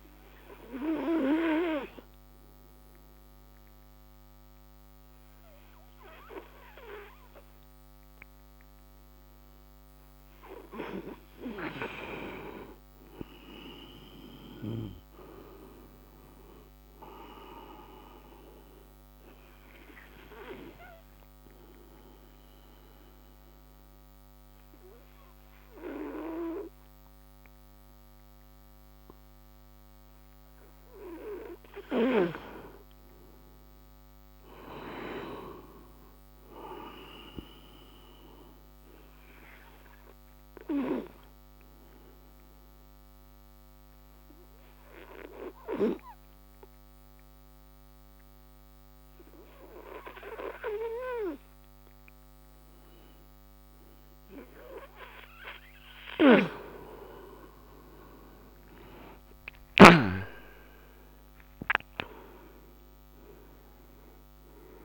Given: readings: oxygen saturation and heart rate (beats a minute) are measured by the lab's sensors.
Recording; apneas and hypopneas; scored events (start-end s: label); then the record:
breathing in sleep by a microphone on the trachea; 3
0.50-12.00 s: obstructive apnea (oxygen 97% before, 84% lowest)
1.00-10.00 s: oxygen desaturation (device-marked, oxygen 96% before, 93% lowest)
13.00-16.00 s: arousal
18.00-30.00 s: oxygen desaturation (device-marked, oxygen 94% before, 89% lowest)
21.00-31.00 s: obstructive apnea (oxygen 96% before, 84% lowest)
32.50-36.50 s: arousal
42.00-50.00 s: oxygen desaturation (device-marked, oxygen 96% before, 89% lowest)
42.00-54.50 s: obstructive apnea (oxygen 96% before, 84% lowest)
58.00-63.00 s: arousal
59.00-64.85 s: oxygen desaturation (device-marked, oxygen 96% before, 84% lowest)
From the record:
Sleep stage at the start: N2 (light sleep); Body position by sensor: on the right side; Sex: male